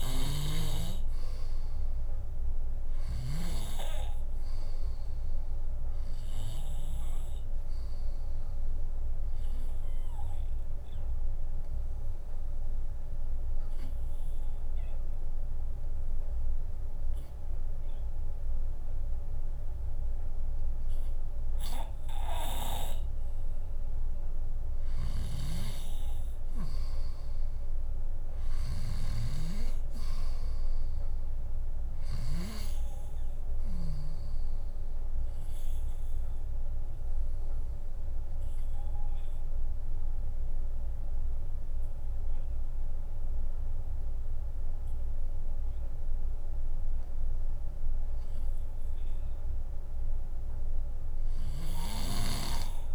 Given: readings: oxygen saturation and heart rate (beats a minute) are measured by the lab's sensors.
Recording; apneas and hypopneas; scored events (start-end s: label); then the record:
breathing in sleep by a room microphone; 2
0.00-3.00 s: snoring (device-marked)
0.00-7.00 s: bradycardia (device-marked, heart rate 56 extreme)
7.00-26.00 s: oxygen desaturation (device-marked, oxygen 100% before, 96% lowest, heart rate 59 before, 55 extreme)
13.50-23.50 s: hypopnea (oxygen 100% before, 96% lowest, heart rate 57 before, 55 extreme)
21.00-35.00 s: bradycardia (device-marked, heart rate 68 before, 55 extreme)
24.50-32.00 s: snoring (device-marked)
28.00-32.00 s: arousal
37.00-47.50 s: obstructive apnea (oxygen 99% before, 96% lowest, heart rate 61 before, 57 extreme, up 6 after)
38.00-48.00 s: drop in pulse transit time (device-marked, heart rate 61 before, 64 extreme)
48.00-52.95 s: bradycardia (device-marked, heart rate 68 before, 57 extreme)
51.50-52.95 s: snoring (device-marked)
From the record:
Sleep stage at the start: N2 (light sleep); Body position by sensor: on the left side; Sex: female